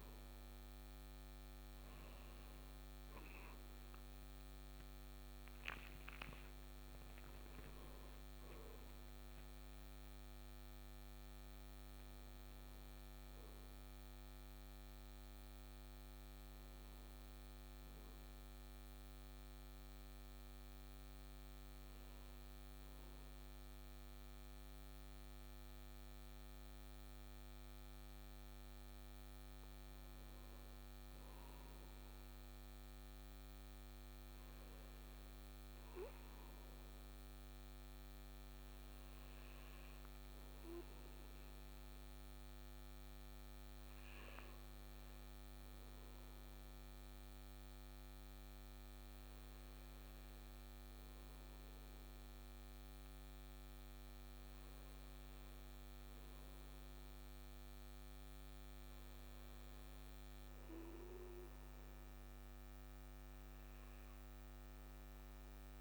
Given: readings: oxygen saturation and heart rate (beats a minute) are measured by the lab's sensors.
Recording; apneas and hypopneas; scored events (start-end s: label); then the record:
a person partly awake in a sleep study, hard to hear, by a microphone on the trachea; none
3.50-33.50 s: new sleep stage, N1 (lightest sleep)
33.50-65.81 s: new sleep stage, N2 (light sleep)
From the record:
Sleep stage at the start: awake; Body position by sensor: on the right side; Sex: male